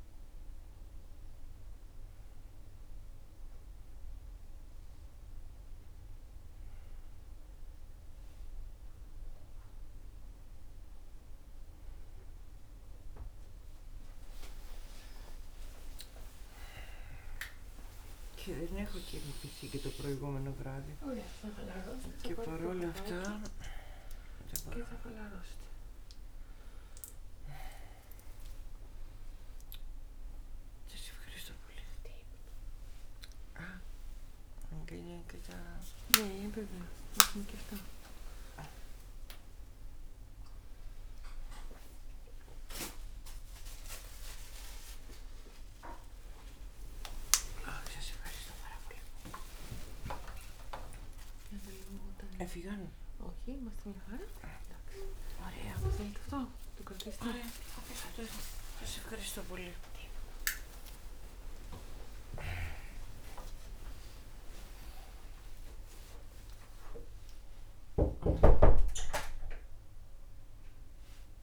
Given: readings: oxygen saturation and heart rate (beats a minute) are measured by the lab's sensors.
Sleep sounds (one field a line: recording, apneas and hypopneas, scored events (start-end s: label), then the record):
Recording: a person awake in a sleep study, by a room microphone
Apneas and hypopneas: none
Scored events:
30.00-32.00 s: long interval between heartbeats (device-marked, heart rate 69 before, 79 extreme)
36.00-40.00 s: tachycardia (device-marked, heart rate 63 before, 106 extreme)
36.50-38.50 s: long interval between heartbeats (device-marked, heart rate 72 before, 76 extreme)
39.50-41.50 s: long interval between heartbeats (device-marked, heart rate 74 before, 106 extreme)
46.00-53.00 s: tachycardia (device-marked, heart rate 64 before, 152 extreme)
49.50-51.50 s: long interval between heartbeats (device-marked, heart rate 86 before, 111 extreme)
59.00-61.00 s: long interval between heartbeats (device-marked, heart rate 108 before, 93 extreme)
66.50-68.50 s: long interval between heartbeats (device-marked, heart rate 105 before, 91 extreme)
From the record:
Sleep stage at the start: awake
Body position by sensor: on the right side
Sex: female